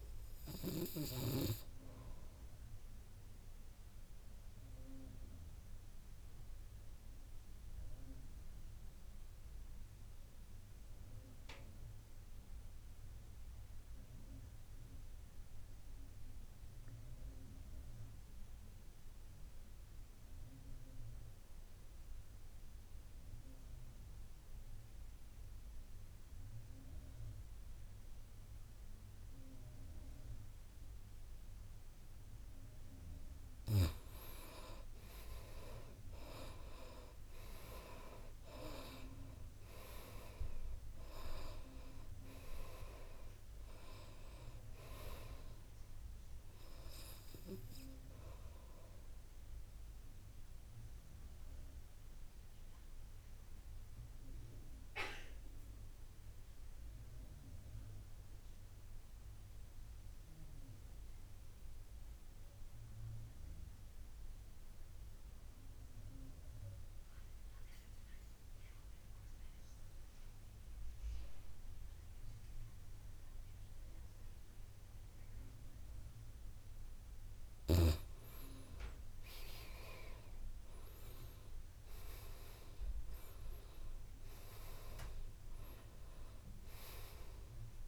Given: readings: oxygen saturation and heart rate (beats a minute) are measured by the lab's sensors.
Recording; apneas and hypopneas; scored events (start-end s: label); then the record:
breathing in sleep by a room microphone; 2
0.00-21.50 s: oxygen desaturation (device-marked, oxygen 79% lowest, heart rate 56 extreme)
4.00-32.50 s: obstructive apnea (oxygen 99% before, 78% lowest, heart rate 68 before, 53 extreme, up 10 after)
32.50-64.50 s: oxygen desaturation (device-marked, oxygen 99% before, 78% lowest, heart rate 60 before, 53 extreme)
34.50-38.50 s: arousal
50.50-76.50 s: obstructive apnea (oxygen 99% before, 78% lowest, heart rate 68 before, 53 extreme, up 10 after)
78.50-82.50 s: arousal
82.50-87.88 s: oxygen desaturation (device-marked, oxygen 98% before, 83% lowest, heart rate 60 before, 53 extreme)
From the record:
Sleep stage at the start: N2 (light sleep); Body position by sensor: on the back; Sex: male